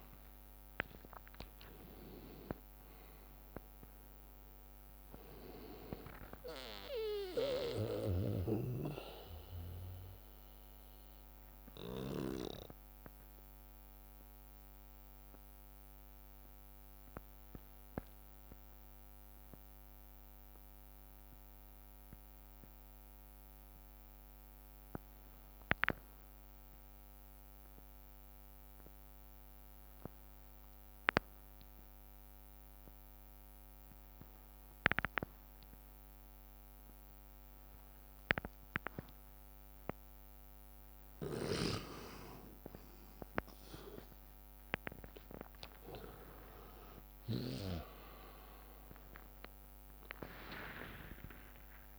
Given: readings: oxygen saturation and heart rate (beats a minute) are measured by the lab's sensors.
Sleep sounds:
breathing in sleep by a microphone on the trachea; 1
0.00-2.00 s: arousal
0.00-11.50 s: drop in pulse transit time (device-marked, heart rate 58 extreme)
0.00-14.50 s: oxygen desaturation (device-marked, oxygen 81% lowest, heart rate 56 extreme)
6.50-28.50 s: bradycardia (device-marked, heart rate 65 before, 56 extreme)
10.50-41.50 s: obstructive apnea (oxygen 97% before, 81% lowest, heart rate 79 before, 57 extreme, up 15 after)
29.50-33.50 s: bradycardia (device-marked, heart rate 65 before, 58 extreme)
35.50-51.99 s: oxygen desaturation (device-marked, oxygen 99% before, 87% lowest, heart rate 58 before, 60 extreme)
45.00-50.00 s: arousal
45.50-51.99 s: drop in pulse transit time (device-marked, heart rate 60 before, 63 extreme)
From the record:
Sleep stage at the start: N2 (light sleep); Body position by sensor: on the back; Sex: male

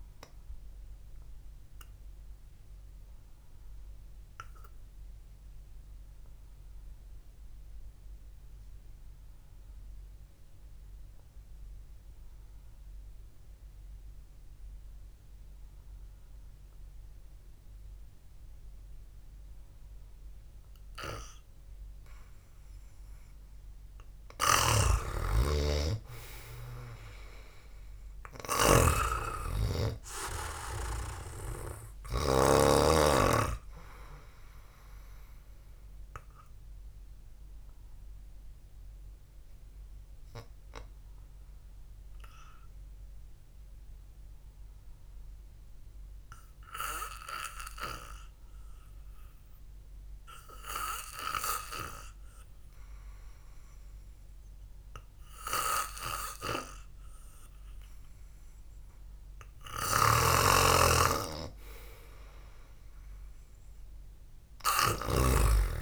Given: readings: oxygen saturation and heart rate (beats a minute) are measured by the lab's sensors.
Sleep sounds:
breathing in sleep by a room microphone; 2
2.00-23.00 s: obstructive apnea (oxygen 95% before, 92% lowest, heart rate 60 before, 50 extreme)
25.00-33.00 s: snoring (device-marked)
26.00-29.00 s: arousal
26.50-28.50 s: long interval between heartbeats (device-marked, heart rate 64 before, 56 extreme)
38.00-54.00 s: obstructive apnea (oxygen 97% before, 92% lowest, heart rate 57 before, 53 extreme, up 1 after)
58.00-62.00 s: arousal
60.50-65.50 s: snoring (device-marked)
From the record:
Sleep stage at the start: N2 (light sleep); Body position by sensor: on the back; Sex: male

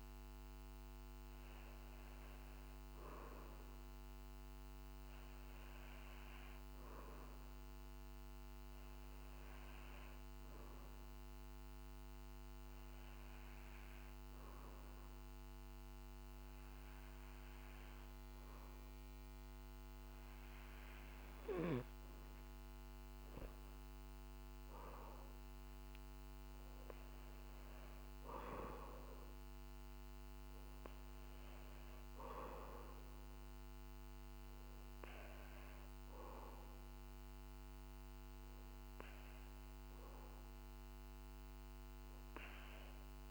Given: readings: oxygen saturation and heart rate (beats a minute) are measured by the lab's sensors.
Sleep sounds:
breathing in sleep by a microphone on the trachea; 1
7.00-21.00 s: hypopnea (oxygen 96% before, 93% lowest, heart rate 51 before, 49 extreme, up 5 after)
22.50-26.00 s: arousal
From the record:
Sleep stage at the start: N2 (light sleep); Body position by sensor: on the back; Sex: male

